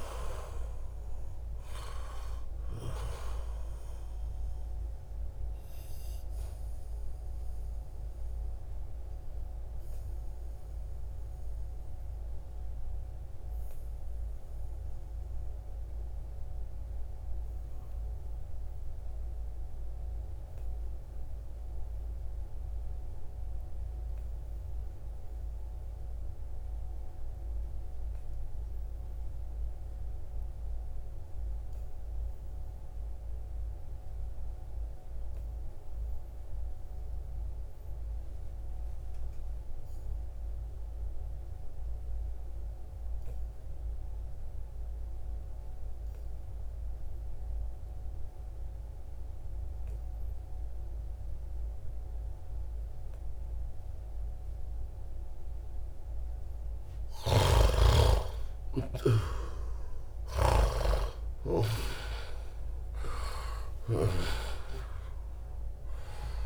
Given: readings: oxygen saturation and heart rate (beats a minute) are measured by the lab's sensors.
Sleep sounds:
breathing in sleep by a room microphone; 1
0.00-18.00 s: oxygen desaturation (device-marked, oxygen 82% lowest, heart rate 59 extreme)
4.50-56.00 s: obstructive apnea (oxygen 94% before, 78% lowest, heart rate 69 before, 60 extreme, up 17 after)
36.00-66.45 s: oxygen desaturation (device-marked, oxygen 96% before, 78% lowest, heart rate 71 before, 60 extreme)
56.00-63.50 s: snoring (device-marked)
57.00-60.50 s: arousal
From the record:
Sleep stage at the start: REM sleep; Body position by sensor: on the back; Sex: male

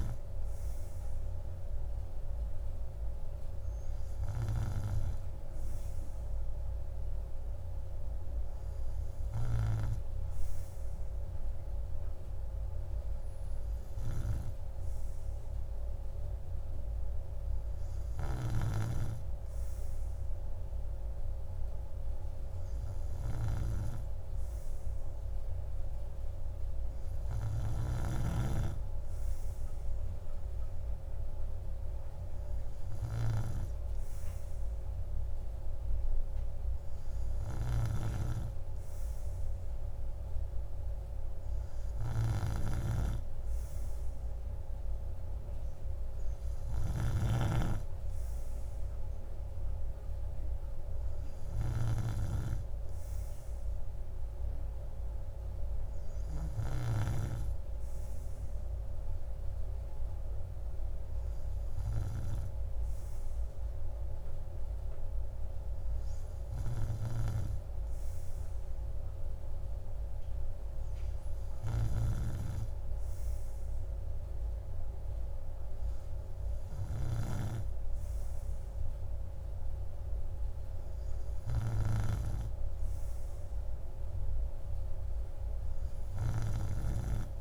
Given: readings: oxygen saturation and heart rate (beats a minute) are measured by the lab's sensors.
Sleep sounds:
breathing in sleep by a room microphone; none
none scored
From the record:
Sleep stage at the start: N3 (deep sleep); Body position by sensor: on the right side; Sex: male

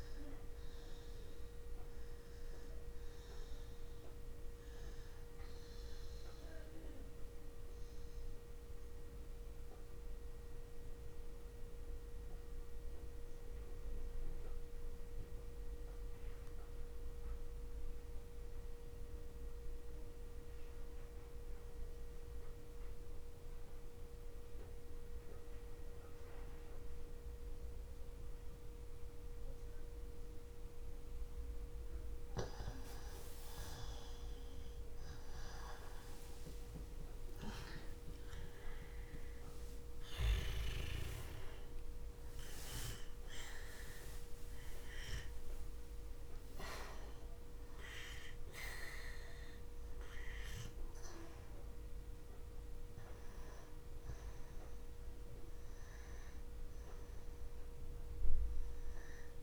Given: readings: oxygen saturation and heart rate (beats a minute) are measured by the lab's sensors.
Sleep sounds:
breathing in sleep by a room microphone; 1
0.00-14.50 s: oxygen desaturation (device-marked, oxygen 89% lowest, heart rate 27 extreme)
8.50-33.50 s: mixed apnea (oxygen 97% before, 86% lowest, heart rate 56 before, 54 extreme, up 1 after)
40.50-46.50 s: arousal
41.50-59.43 s: oxygen desaturation (device-marked, oxygen 98% before, 86% lowest, heart rate 63 before, 54 extreme)
From the record:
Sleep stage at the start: N2 (light sleep); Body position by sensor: on the back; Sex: male

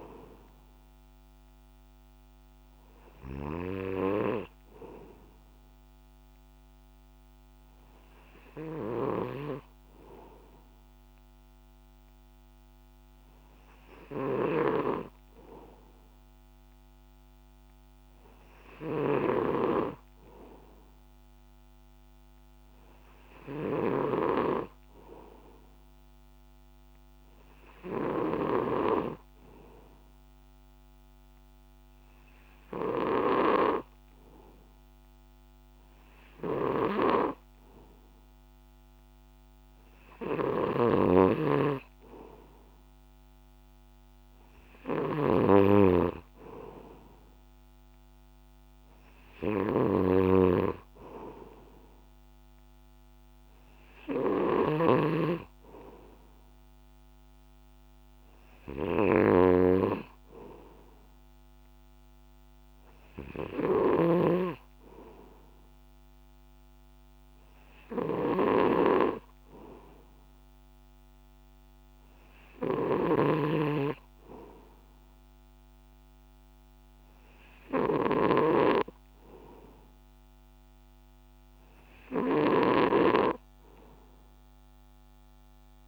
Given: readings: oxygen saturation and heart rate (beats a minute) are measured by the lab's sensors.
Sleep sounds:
breathing in sleep by a microphone on the trachea; 1
9.00-19.50 s: snoring (device-marked)
11.00-40.50 s: hypopnea (oxygen 95% before, 92% lowest, heart rate 64 before, 64 extreme, up 2 after)
36.50-85.88 s: snoring (device-marked)
42.50-46.50 s: arousal
From the record:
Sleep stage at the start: N2 (light sleep); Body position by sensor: on the back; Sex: male

